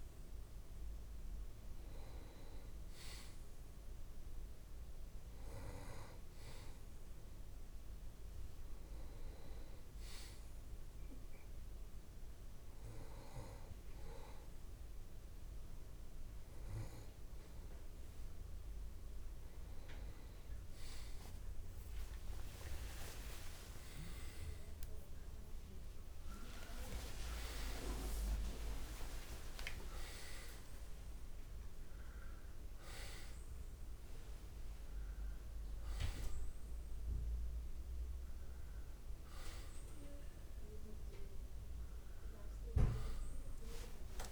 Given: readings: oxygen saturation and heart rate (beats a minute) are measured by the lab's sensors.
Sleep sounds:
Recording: breathing in sleep by a room microphone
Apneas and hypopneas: 1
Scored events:
4.00-16.00 s: oxygen desaturation (device-marked, oxygen 91% before, 88% lowest, heart rate 68 before, 69 extreme)
9.50-20.50 s: hypopnea (oxygen 91% before, 87% lowest)
22.50-28.50 s: arousal
31.00-44.32 s: oxygen desaturation (device-marked, oxygen 90% before, 87% lowest)
From the record:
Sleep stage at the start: N2 (light sleep)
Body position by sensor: on the back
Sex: male

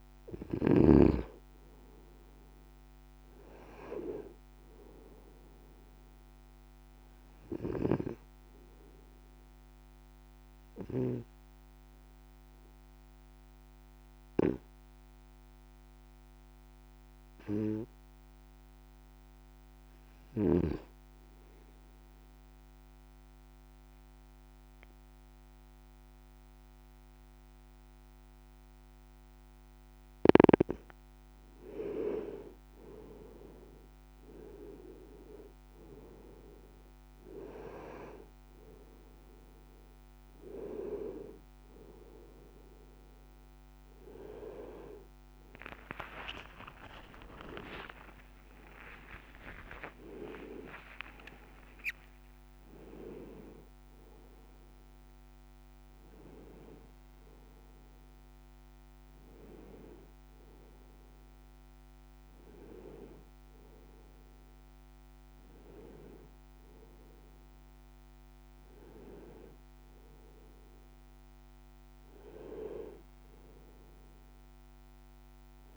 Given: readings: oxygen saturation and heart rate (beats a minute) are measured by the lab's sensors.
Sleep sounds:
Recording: breathing in sleep by a microphone on the trachea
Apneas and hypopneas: 1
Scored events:
0.00-10.00 s: oxygen desaturation (device-marked, oxygen 90% lowest, heart rate 53 extreme)
4.00-7.50 s: arousal
10.00-30.00 s: obstructive apnea (oxygen 96% before, 90% lowest, heart rate 56 before, 53 extreme, up 5 after)
32.50-36.00 s: arousal
33.00-69.00 s: oxygen desaturation (device-marked, oxygen 97% before, 90% lowest, heart rate 56 before, 56 extreme)
46.50-51.50 s: arousal
From the record:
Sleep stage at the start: N2 (light sleep)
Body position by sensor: on the right side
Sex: male

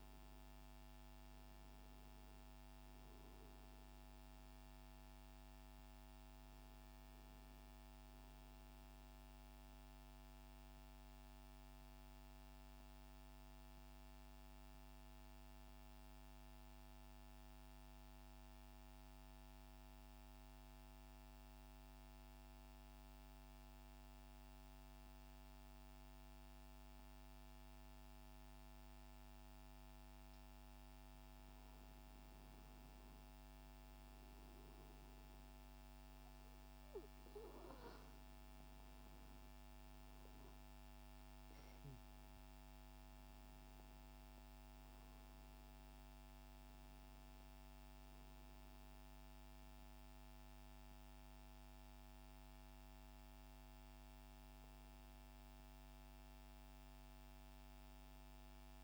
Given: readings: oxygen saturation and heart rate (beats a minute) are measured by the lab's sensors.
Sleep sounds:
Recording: breathing in sleep, hard to hear, by a microphone on the trachea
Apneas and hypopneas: 1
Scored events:
11.00-31.00 s: central apnea (oxygen 96% before, 93% lowest, heart rate 103 before, 58 extreme, up 28 after)
34.00-37.00 s: arousal
37.00-48.00 s: oxygen desaturation (device-marked, oxygen 97% before, 93% lowest, heart rate 91 before, 54 extreme)
From the record:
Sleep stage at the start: N2 (light sleep)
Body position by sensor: on the back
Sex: male

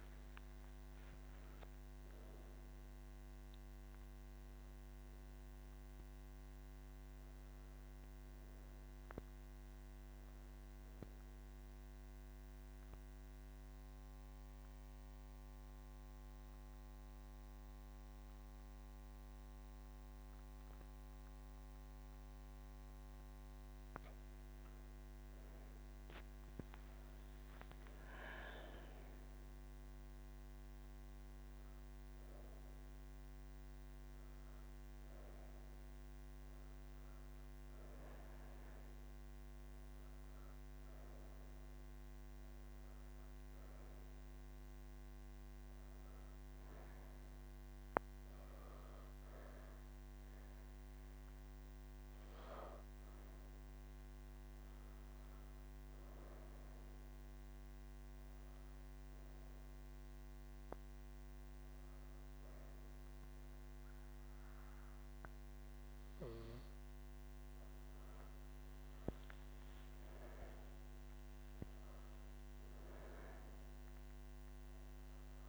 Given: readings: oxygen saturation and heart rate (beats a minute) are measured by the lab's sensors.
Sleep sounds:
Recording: breathing in sleep, hard to hear, by a microphone on the trachea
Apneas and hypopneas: 2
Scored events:
12.50-25.00 s: obstructive apnea (oxygen 98% before, 95% lowest)
43.50-55.00 s: hypopnea (oxygen 99% before, 95% lowest)
50.50-67.50 s: oxygen desaturation (device-marked, oxygen 98% before, 95% lowest)
63.50-75.48 s: new sleep stage, N1 (lightest sleep)
From the record:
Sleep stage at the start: N3 (deep sleep)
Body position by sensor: on the right side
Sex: female

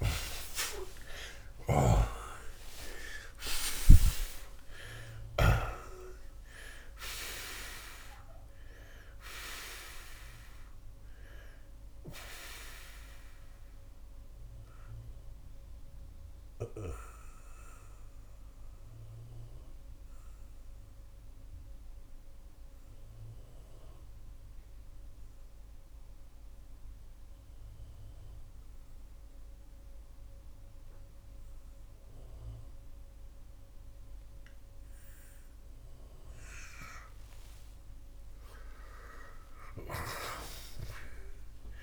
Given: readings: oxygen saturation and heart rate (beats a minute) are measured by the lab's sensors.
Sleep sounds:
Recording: breathing in sleep by a room microphone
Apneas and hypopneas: 1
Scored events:
7.50-35.50 s: oxygen desaturation (device-marked, oxygen 93% before, 76% lowest)
15.00-36.00 s: obstructive apnea (oxygen 93% before, 76% lowest)
From the record:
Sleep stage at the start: N2 (light sleep)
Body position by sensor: on the back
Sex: male

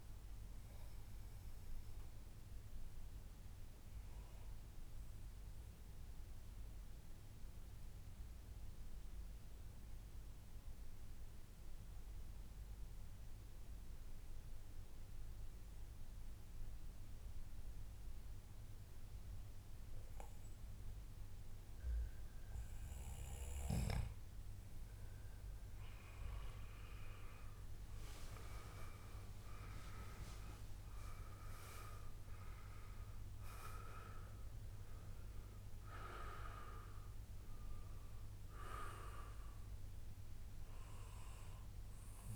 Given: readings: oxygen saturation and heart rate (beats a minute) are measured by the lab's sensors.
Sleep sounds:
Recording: breathing in sleep by a room microphone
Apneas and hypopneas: 1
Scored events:
0.00-2.00 s: oxygen desaturation (device-marked, oxygen 94% lowest, heart rate 78 extreme)
4.00-23.50 s: mixed apnea (oxygen 100% before, 93% lowest, heart rate 134 before, 78 extreme, up 52 after)
16.50-18.50 s: long interval between heartbeats (device-marked, heart rate 123 before, 91 extreme)
25.00-42.00 s: oxygen desaturation (device-marked, oxygen 98% before, 93% lowest, heart rate 104 before, 86 extreme)
25.50-30.00 s: arousal
From the record:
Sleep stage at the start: N2 (light sleep)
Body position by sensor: on the back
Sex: male

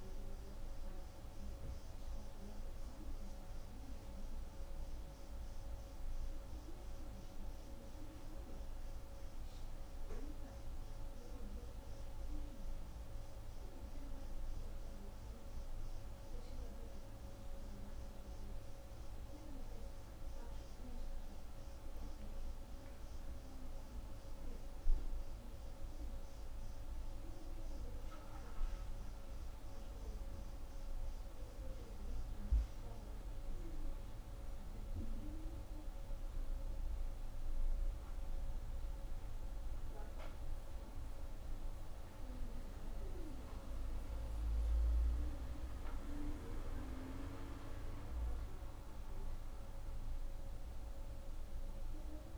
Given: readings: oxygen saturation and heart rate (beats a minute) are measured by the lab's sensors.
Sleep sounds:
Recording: breathing in sleep, hard to hear, by a room microphone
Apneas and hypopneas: none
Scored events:
none scored
From the record:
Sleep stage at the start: N1 (lightest sleep)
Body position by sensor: on the right side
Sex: female

